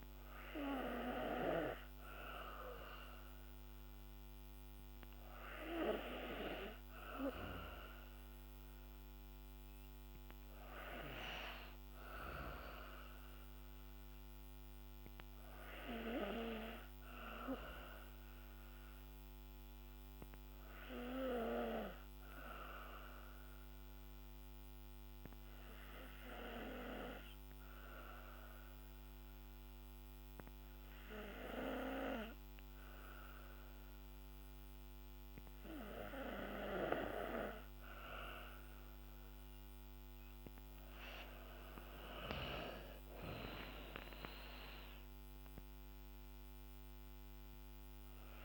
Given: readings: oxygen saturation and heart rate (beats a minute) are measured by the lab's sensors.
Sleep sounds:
breathing in sleep by a microphone on the trachea; 1
22.50-35.50 s: obstructive apnea (oxygen 96% before, 93% lowest, heart rate 60 before, 56 extreme, up 5 after)
37.50-42.50 s: arousal
41.00-48.44 s: oxygen desaturation (device-marked, oxygen 97% before, 93% lowest, heart rate 59 before, 56 extreme)
From the record:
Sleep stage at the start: N2 (light sleep); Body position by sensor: on the back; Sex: female

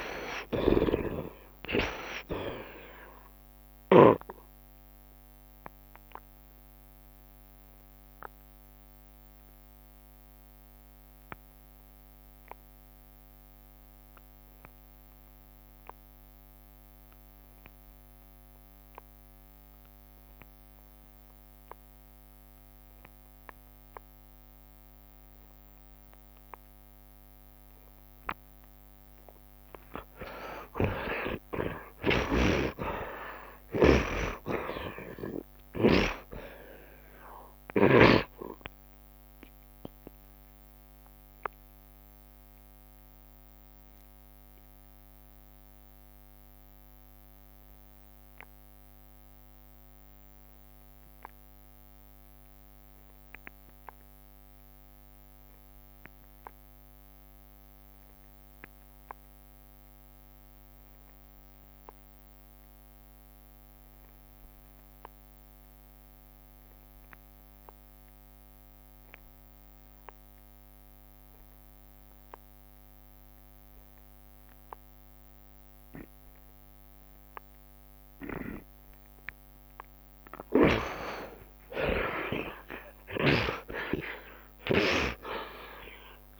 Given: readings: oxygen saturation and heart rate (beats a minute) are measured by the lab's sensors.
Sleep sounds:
breathing in sleep by a microphone on the trachea; 2
0.00-18.00 s: oxygen desaturation (device-marked, oxygen 47% lowest, heart rate 47 extreme)
1.00-3.00 s: long interval between heartbeats (device-marked, heart rate 77 before, 90 extreme)
8.00-28.00 s: obstructive apnea (oxygen 85% before, 47% lowest, heart rate 83 before, 47 extreme, up 53 after)
10.50-12.50 s: long interval between heartbeats (device-marked, heart rate 83 before, 91 extreme)
13.00-15.00 s: long interval between heartbeats (device-marked, heart rate 85 before, 78 extreme)
15.00-18.00 s: bradycardia (device-marked, heart rate 85 before, 77 extreme)
16.00-18.00 s: long interval between heartbeats (device-marked, heart rate 86 before, 77 extreme)
20.00-27.00 s: bradycardia (device-marked, heart rate 85 before, 47 extreme)
21.00-23.00 s: long interval between heartbeats (device-marked, heart rate 82 before, 65 extreme)
24.50-26.50 s: long interval between heartbeats (device-marked, heart rate 77 before, 56 extreme)
25.00-53.00 s: oxygen desaturation (device-marked, oxygen 76% before, 54% lowest, heart rate 76 before, 57 extreme)
30.00-34.00 s: arousal
31.50-33.50 s: long interval between heartbeats (device-marked, heart rate 65 before, 75 extreme)
33.00-35.00 s: tachycardia (device-marked, heart rate 84 before, 100 extreme)
36.50-38.50 s: long interval between heartbeats (device-marked, heart rate 67 before, 107 extreme)
40.00-42.00 s: long interval between heartbeats (device-marked, heart rate 74 before, 83 extreme)
41.00-78.00 s: obstructive apnea (oxygen 76% before, 50% lowest, heart rate 76 before, 57 extreme, up 43 after)
42.50-44.50 s: long interval between heartbeats (device-marked, heart rate 77 before, 79 extreme)
44.00-46.00 s: bradycardia (device-marked, heart rate 85 before, 63 extreme)
45.50-47.50 s: long interval between heartbeats (device-marked, heart rate 79 before, 63 extreme)
48.00-50.00 s: bradycardia (device-marked, heart rate 85 before, 59 extreme)
49.00-51.00 s: long interval between heartbeats (device-marked, heart rate 81 before, 61 extreme)
59.00-86.40 s: oxygen desaturation (device-marked, oxygen 84% before, 53% lowest, heart rate 69 before, 57 extreme)
59.50-61.50 s: long interval between heartbeats (device-marked, heart rate 69 before, 75 extreme)
67.50-69.50 s: long interval between heartbeats (device-marked, heart rate 65 before, 76 extreme)
68.00-72.00 s: bradycardia (device-marked, heart rate 84 before, 57 extreme)
70.00-72.00 s: long interval between heartbeats (device-marked, heart rate 67 before, 57 extreme)
81.00-83.00 s: long interval between heartbeats (device-marked, heart rate 67 before, 88 extreme)
81.00-86.00 s: arousal
From the record:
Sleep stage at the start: N2 (light sleep); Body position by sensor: on the right side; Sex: male

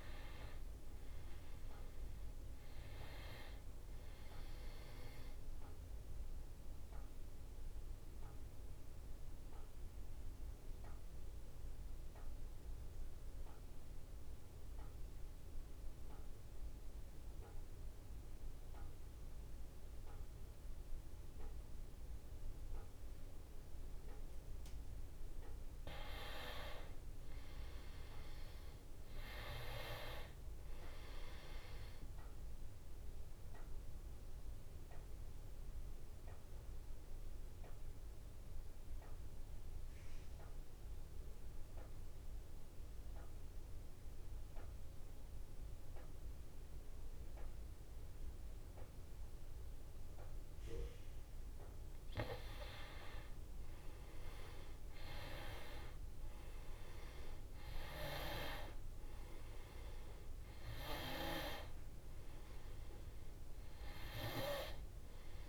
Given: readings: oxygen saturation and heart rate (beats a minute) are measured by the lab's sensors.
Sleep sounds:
breathing in sleep by a room microphone; 2
0.00-16.50 s: oxygen desaturation (device-marked, oxygen 89% lowest, heart rate 61 extreme)
5.50-23.50 s: obstructive apnea (oxygen 98% before, 89% lowest, heart rate 67 before, 61 extreme, up 3 after)
25.50-29.50 s: arousal
29.50-49.50 s: oxygen desaturation (device-marked, oxygen 97% before, 92% lowest, heart rate 62 before, 63 extreme)
32.50-49.50 s: obstructive apnea (oxygen 97% before, 89% lowest, heart rate 62 before, 63 extreme, up 3 after)
51.50-65.49 s: oxygen desaturation (device-marked, oxygen 96% before, 89% lowest, heart rate 64 before, 60 extreme)
52.00-56.00 s: arousal
From the record:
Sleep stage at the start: N2 (light sleep); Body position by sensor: on the back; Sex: male

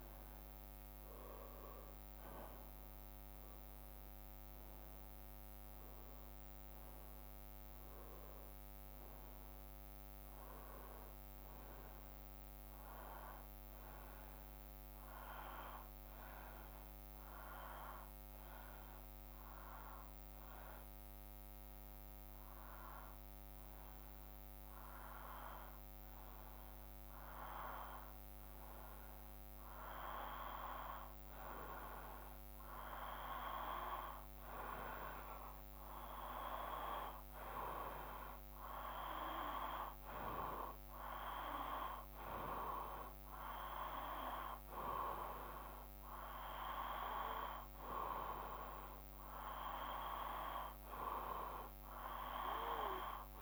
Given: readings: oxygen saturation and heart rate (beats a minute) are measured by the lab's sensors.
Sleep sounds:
breathing in sleep by a microphone on the trachea; 1
0.00-1.50 s: arousal
15.00-29.00 s: hypopnea (oxygen 94% before, 91% lowest, heart rate 58 before, 56 extreme, up 3 after)
30.50-34.50 s: arousal
32.00-50.00 s: oxygen desaturation (device-marked, oxygen 95% before, 91% lowest, heart rate 57 before, 57 extreme)
From the record:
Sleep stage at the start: N2 (light sleep); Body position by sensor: on the back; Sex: male

